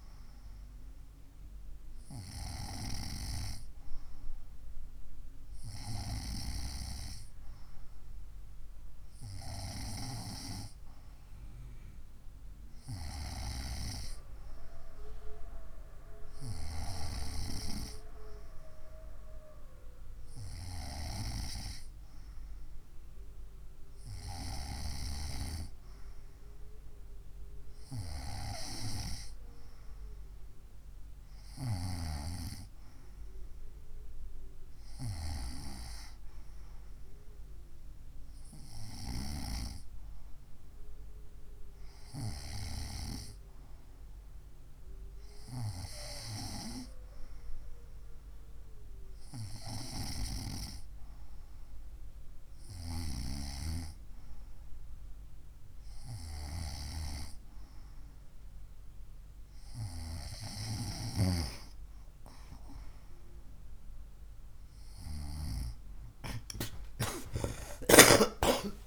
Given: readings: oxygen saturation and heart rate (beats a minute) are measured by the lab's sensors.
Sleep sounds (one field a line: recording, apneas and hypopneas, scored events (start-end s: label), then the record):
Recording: breathing in sleep by a room microphone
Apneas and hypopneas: none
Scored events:
none scored
From the record:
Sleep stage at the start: N2 (light sleep)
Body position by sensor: on the right side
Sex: female